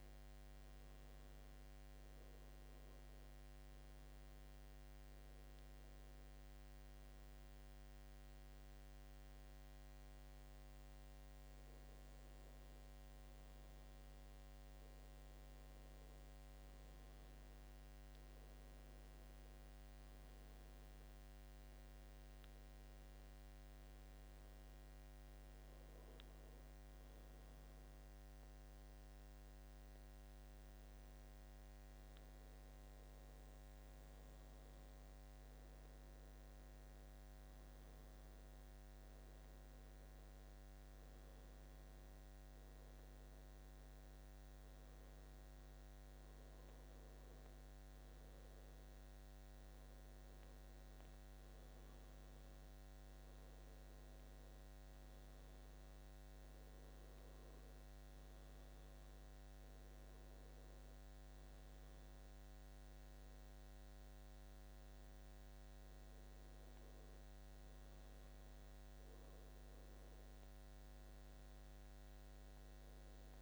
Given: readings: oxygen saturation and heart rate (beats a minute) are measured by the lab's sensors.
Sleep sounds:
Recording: breathing in sleep, hard to hear, by a microphone on the trachea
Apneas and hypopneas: none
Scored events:
none scored
From the record:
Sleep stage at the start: N2 (light sleep)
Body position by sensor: on the back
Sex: male

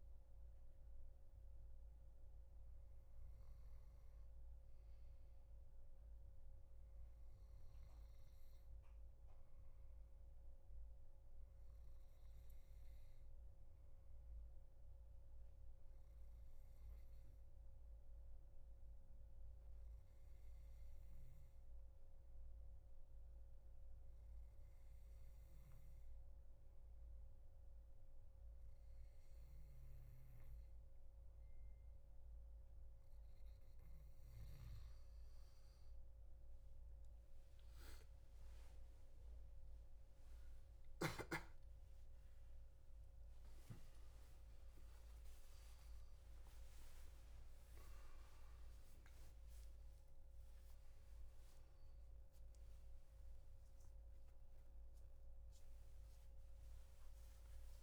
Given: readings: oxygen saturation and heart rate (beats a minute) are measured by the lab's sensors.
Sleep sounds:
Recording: a person partly awake in a sleep study, hard to hear, by a room microphone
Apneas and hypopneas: 1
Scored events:
15.00-32.50 s: hypopnea (oxygen 99% before, 93% lowest, heart rate 80 before, 79 extreme, up 11 after)
30.50-52.50 s: oxygen desaturation (device-marked, oxygen 97% before, 93% lowest, heart rate 81 before, 85 extreme)
36.50-57.83 s: new sleep stage, awake
45.50-53.50 s: tachycardia (device-marked, heart rate 78 before, 112 extreme)
49.00-51.00 s: long interval between heartbeats (device-marked, heart rate 88 before, 103 extreme)
51.00-53.00 s: long interval between heartbeats (device-marked, heart rate 90 before, 109 extreme)
55.50-57.83 s: tachycardia (device-marked, heart rate 79 before, 122 extreme)
From the record:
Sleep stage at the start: N2 (light sleep)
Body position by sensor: on the back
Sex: male

